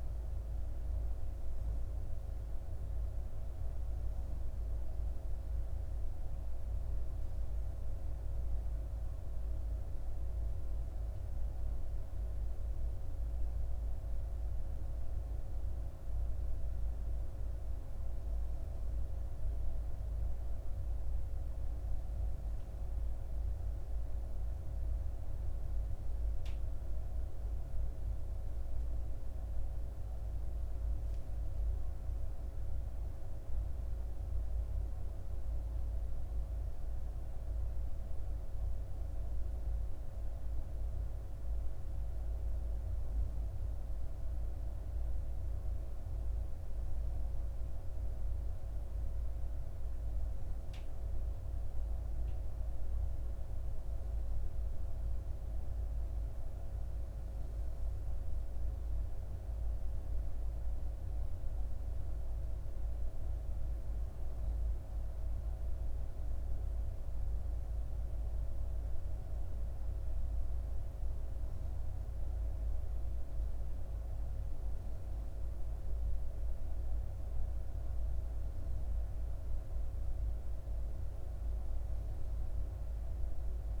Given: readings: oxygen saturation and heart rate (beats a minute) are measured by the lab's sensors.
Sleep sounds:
breathing in sleep, hard to hear, by a room microphone; none
none scored
From the record:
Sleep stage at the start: N2 (light sleep); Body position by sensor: on the back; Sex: female

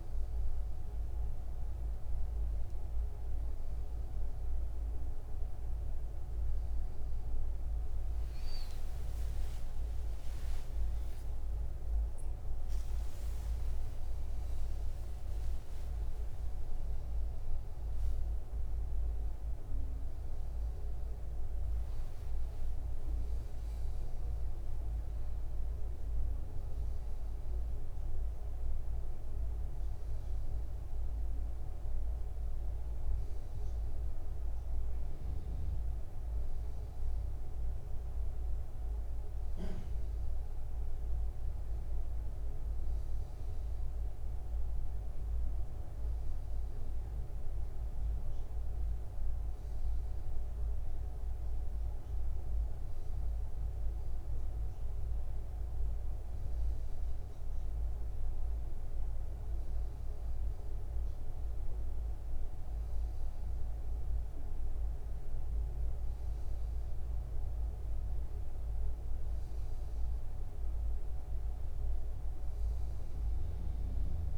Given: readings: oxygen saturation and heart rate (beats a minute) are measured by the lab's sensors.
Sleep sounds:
a person partly awake in a sleep study, hard to hear, by a room microphone; none
1.50-3.50 s: long interval between heartbeats (device-marked, heart rate 124 before, 79 extreme)
5.50-74.38 s: new sleep stage, N1 (lightest sleep)
10.50-12.50 s: long interval between heartbeats (device-marked, heart rate 122 before, 123 extreme)
16.00-18.00 s: long interval between heartbeats (device-marked, heart rate 110 before, 122 extreme)
18.50-20.50 s: long interval between heartbeats (device-marked, heart rate 105 before, 121 extreme)
24.00-26.00 s: long interval between heartbeats (device-marked, heart rate 109 before, 97 extreme)
26.00-28.00 s: long interval between heartbeats (device-marked, heart rate 111 before, 109 extreme)
28.50-30.50 s: long interval between heartbeats (device-marked, heart rate 116 before, 109 extreme)
From the record:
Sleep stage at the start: awake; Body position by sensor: on the right side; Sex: male

